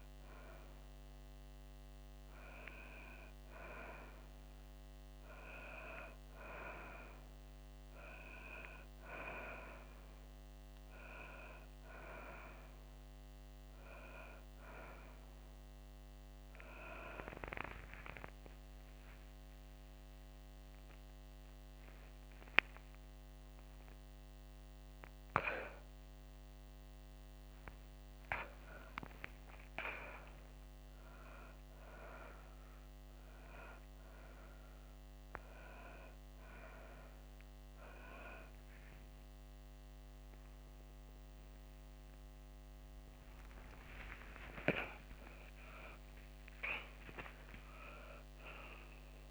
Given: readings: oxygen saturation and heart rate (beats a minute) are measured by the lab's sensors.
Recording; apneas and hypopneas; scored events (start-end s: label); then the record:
a person awake in a sleep study, by a microphone on the trachea; none
18.00-46.00 s: oxygen desaturation (device-marked, oxygen 97% before, 91% lowest)
24.00-49.31 s: new sleep stage, awake
From the record:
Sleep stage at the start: N2 (light sleep); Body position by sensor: on the back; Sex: female